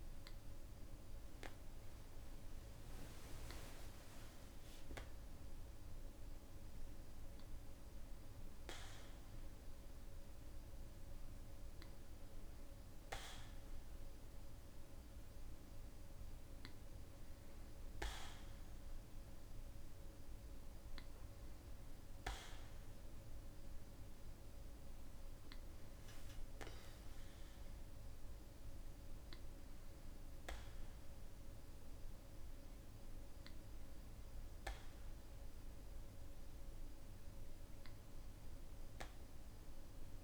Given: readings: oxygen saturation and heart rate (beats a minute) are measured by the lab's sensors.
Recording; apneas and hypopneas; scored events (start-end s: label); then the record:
breathing in sleep, hard to hear, by a room microphone; none
none scored
From the record:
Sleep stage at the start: N2 (light sleep); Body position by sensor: on the back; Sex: male